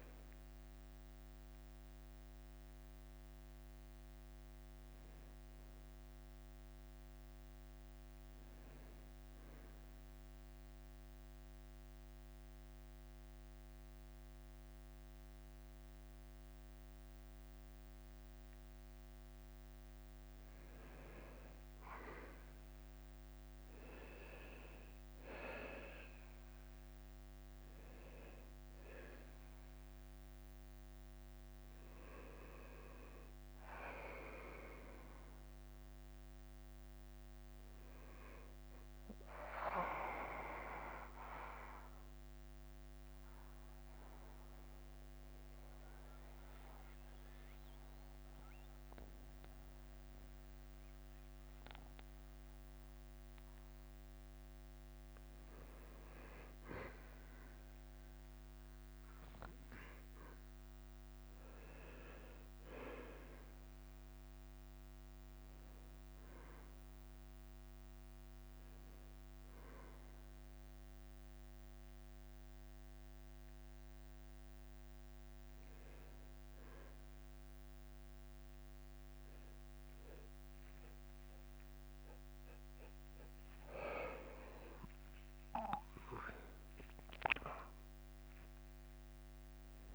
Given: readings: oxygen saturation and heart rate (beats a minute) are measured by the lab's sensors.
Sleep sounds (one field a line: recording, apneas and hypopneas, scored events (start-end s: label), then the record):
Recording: breathing in sleep by a microphone on the trachea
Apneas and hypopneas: 3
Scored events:
2.50-62.50 s: new sleep stage, N2 (light sleep)
11.50-22.00 s: mixed apnea (oxygen 96% before, 89% lowest, heart rate 98 before, 90 extreme, up 0 after)
25.50-29.50 s: arousal
33.50-40.50 s: oxygen desaturation (device-marked, oxygen 97% before, 91% lowest, heart rate 94 before, 89 extreme)
43.50-57.00 s: obstructive apnea (oxygen 97% before, 89% lowest, heart rate 95 before, 89 extreme, up 0 after)
60.50-64.50 s: arousal
62.50-89.95 s: new sleep stage, N1 (lightest sleep)
64.50-82.50 s: oxygen desaturation (device-marked, oxygen 97% before, 89% lowest, heart rate 93 before, 94 extreme)
72.00-84.50 s: mixed apnea (oxygen 97% before, 89% lowest, heart rate 93 before, 93 extreme, up 5 after)
86.00-89.50 s: arousal
87.50-89.95 s: tachycardia (device-marked, heart rate 96 before, 102 extreme)
From the record:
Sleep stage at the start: N1 (lightest sleep)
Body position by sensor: on the back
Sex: male